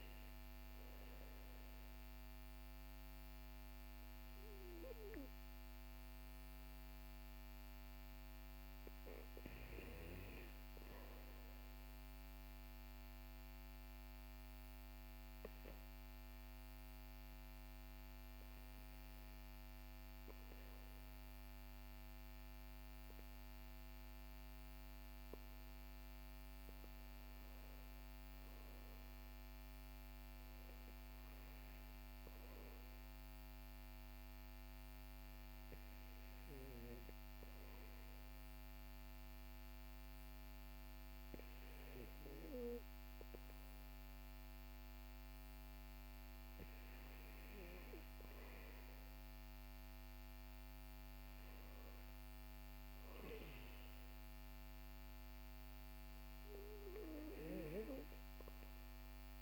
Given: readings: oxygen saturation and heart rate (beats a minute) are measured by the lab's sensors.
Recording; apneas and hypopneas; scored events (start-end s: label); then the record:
breathing in sleep by a microphone on the trachea; none
none scored
From the record:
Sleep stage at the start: REM sleep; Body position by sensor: on the back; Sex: male